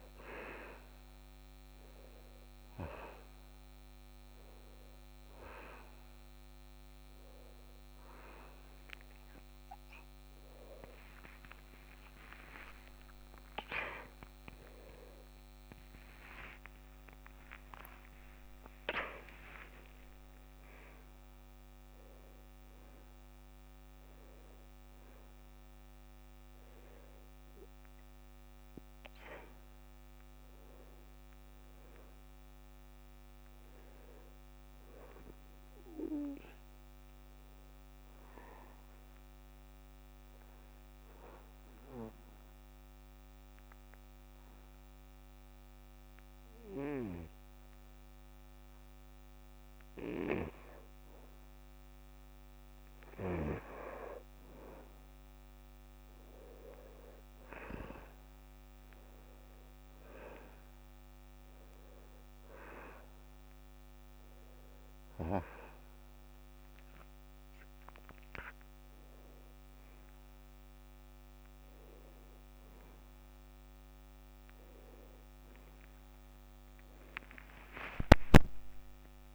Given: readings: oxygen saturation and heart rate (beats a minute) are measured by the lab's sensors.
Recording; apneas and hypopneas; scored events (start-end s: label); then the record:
breathing in sleep by a microphone on the trachea; 1
3.00-33.00 s: oxygen desaturation (device-marked, oxygen 95% before, 87% lowest, heart rate 72 before, 69 extreme)
12.00-14.00 s: long interval between heartbeats (device-marked, heart rate 75 before, 92 extreme)
12.00-19.00 s: arousal
40.50-54.00 s: hypopnea (oxygen 96% before, 87% lowest, heart rate 82 before, 69 extreme, up 6 after)
55.00-58.00 s: arousal
63.00-79.35 s: oxygen desaturation (device-marked, oxygen 96% before, 87% lowest, heart rate 72 before, 76 extreme)
77.50-79.35 s: long interval between heartbeats (device-marked, heart rate 78 before, 91 extreme)
78.00-79.35 s: arousal
From the record:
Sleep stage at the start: N1 (lightest sleep); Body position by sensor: on the back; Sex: male